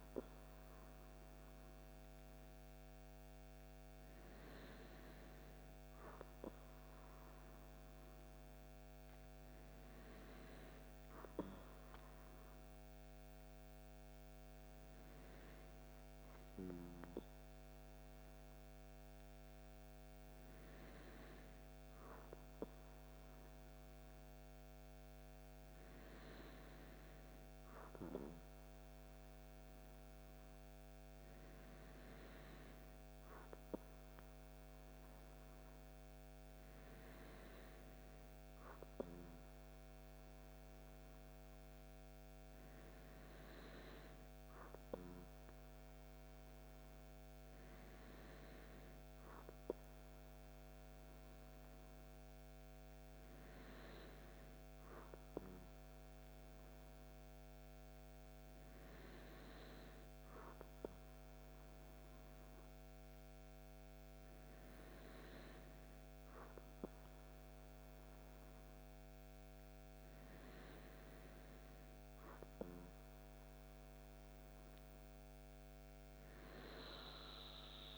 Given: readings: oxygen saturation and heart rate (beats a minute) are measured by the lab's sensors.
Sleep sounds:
breathing in sleep by a microphone on the trachea; none
none scored
From the record:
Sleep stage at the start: N2 (light sleep); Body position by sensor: on the back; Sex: male

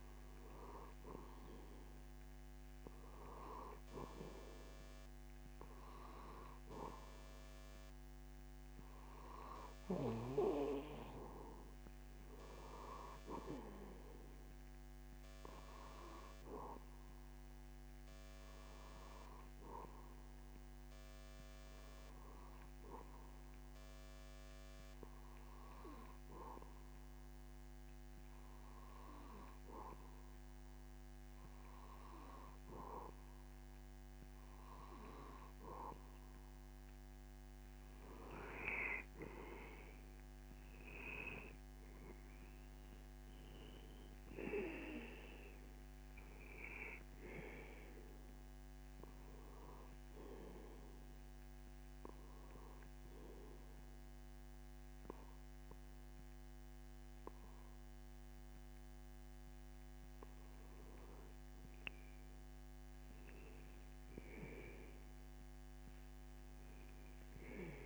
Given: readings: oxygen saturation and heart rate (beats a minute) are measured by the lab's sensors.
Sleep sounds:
breathing in sleep by a microphone on the trachea; 1
44.00-48.00 s: arousal
50.50-61.00 s: hypopnea (oxygen 93% before, 91% lowest)
63.50-66.00 s: arousal
From the record:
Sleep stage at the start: N2 (light sleep); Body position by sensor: on the back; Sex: male

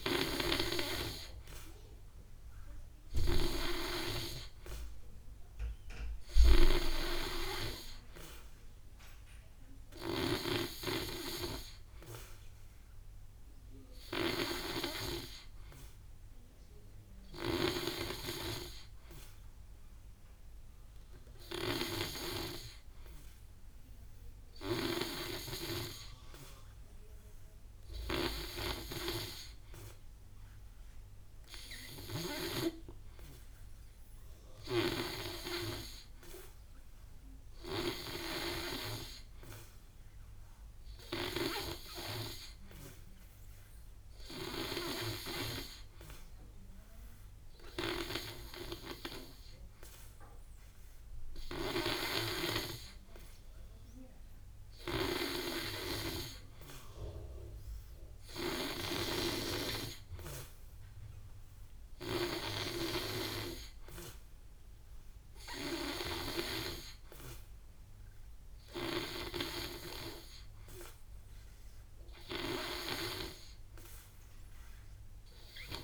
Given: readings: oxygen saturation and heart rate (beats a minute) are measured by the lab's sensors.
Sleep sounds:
breathing in sleep by a room microphone; none
0.00-1.50 s: oxygen desaturation (device-marked, oxygen 89% lowest, heart rate 55 extreme)
21.50-25.50 s: snoring (device-marked)
41.00-45.00 s: snoring (device-marked)
From the record:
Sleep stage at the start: N2 (light sleep); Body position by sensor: on the back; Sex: male

